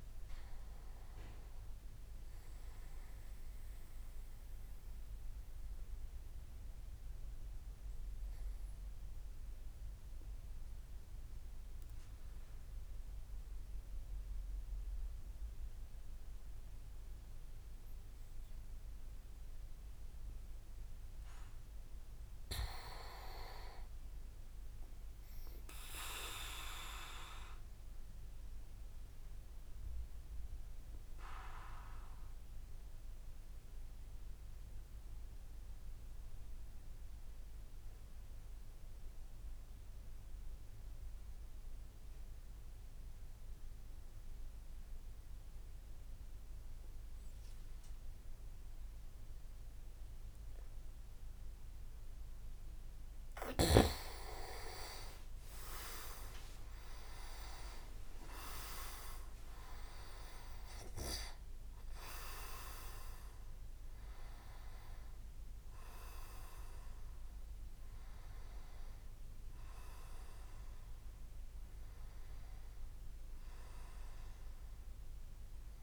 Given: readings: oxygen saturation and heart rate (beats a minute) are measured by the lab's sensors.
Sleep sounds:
breathing in sleep by a room microphone; 2
0.00-11.50 s: tachycardia (device-marked)
4.00-17.50 s: central apnea (oxygen 97% before, 90% lowest)
19.50-22.50 s: arousal
26.50-41.50 s: oxygen desaturation (device-marked, oxygen 97% before, 94% lowest)
27.50-52.00 s: obstructive apnea (oxygen 98% before, 90% lowest)
55.50-62.00 s: leg movement (device-marked)
55.50-74.50 s: oxygen desaturation (device-marked, oxygen 96% before, 90% lowest)
56.00-61.50 s: arousal
62.00-63.50 s: leg movement (device-marked)
From the record:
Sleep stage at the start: N2 (light sleep); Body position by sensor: on the back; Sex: male

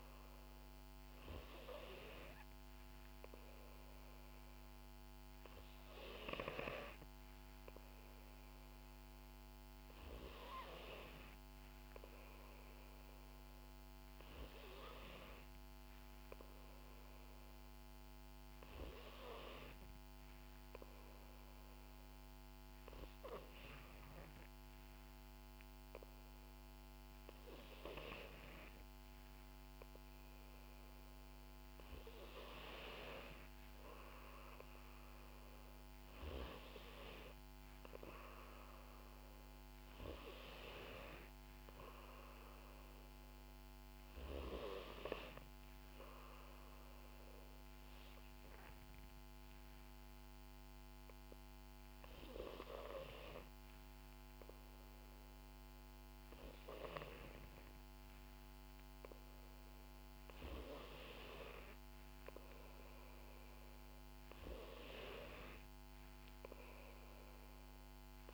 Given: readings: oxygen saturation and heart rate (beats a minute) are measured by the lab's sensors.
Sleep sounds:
breathing in sleep by a microphone on the trachea; 2
11.50-15.50 s: arousal
18.00-31.00 s: obstructive apnea (oxygen 92% before, 91% lowest, heart rate 60 before, 59 extreme, up 1 after)
35.00-40.00 s: arousal
46.00-59.50 s: obstructive apnea (oxygen 93% before, 91% lowest, heart rate 62 before, 58 extreme, up 3 after)
62.50-66.50 s: arousal
From the record:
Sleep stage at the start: N2 (light sleep); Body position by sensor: on the back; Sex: female

